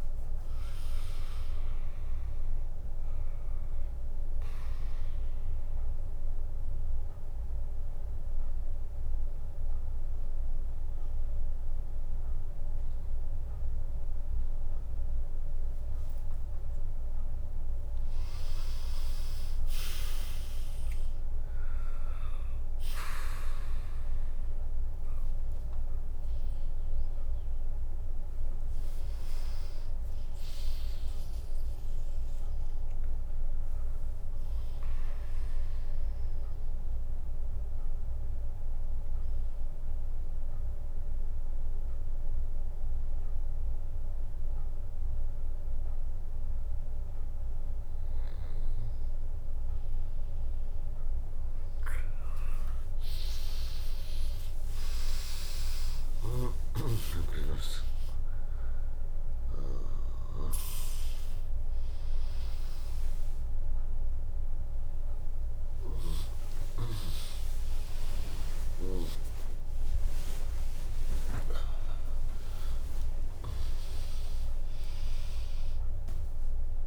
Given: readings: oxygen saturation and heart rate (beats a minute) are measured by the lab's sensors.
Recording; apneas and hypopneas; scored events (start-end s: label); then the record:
a person partly awake in a sleep study, by a room microphone; 2
0.00-6.50 s: drop in pulse transit time (device-marked, heart rate 77 extreme)
4.50-15.00 s: central apnea (oxygen 99% before, 96% lowest, heart rate 77 before, 67 extreme, up 1 after)
16.00-20.00 s: arousal
17.50-28.50 s: drop in pulse transit time (device-marked, heart rate 86 before, 67 extreme)
37.50-48.50 s: obstructive apnea (oxygen 100% before, 96% lowest, heart rate 79 before, 58 extreme)
50.50-52.50 s: bradycardia (device-marked, heart rate 77 before, 63 extreme)
51.50-76.87 s: new sleep stage, awake
57.50-76.87 s: drop in pulse transit time (device-marked, heart rate 74 before, 71 extreme)
59.50-76.87 s: oxygen desaturation (device-marked, oxygen 99% before, 96% lowest, heart rate 73 before, 67 extreme)
66.50-74.50 s: tachycardia (device-marked, heart rate 77 before, 114 extreme)
72.00-74.00 s: long interval between heartbeats (device-marked, heart rate 82 before, 113 extreme)
From the record:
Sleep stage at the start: N2 (light sleep); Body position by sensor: on the right side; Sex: female